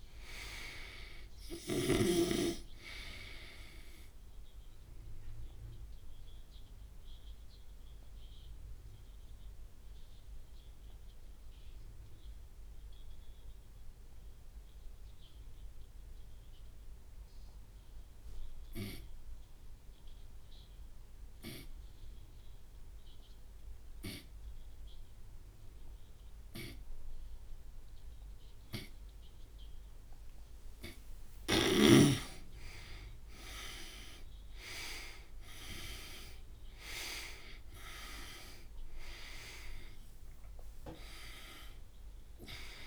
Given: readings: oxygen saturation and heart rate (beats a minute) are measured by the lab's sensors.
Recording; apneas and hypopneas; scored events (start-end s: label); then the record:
breathing in sleep by a room microphone; 1
0.00-1.00 s: arousal
0.00-2.50 s: snoring (device-marked)
5.00-30.50 s: obstructive apnea (oxygen 98% before, 87% lowest)
17.00-25.00 s: oxygen desaturation (device-marked, oxygen 95% before, 87% lowest)
32.50-37.00 s: arousal
From the record:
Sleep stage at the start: N2 (light sleep); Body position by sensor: on the right side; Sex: male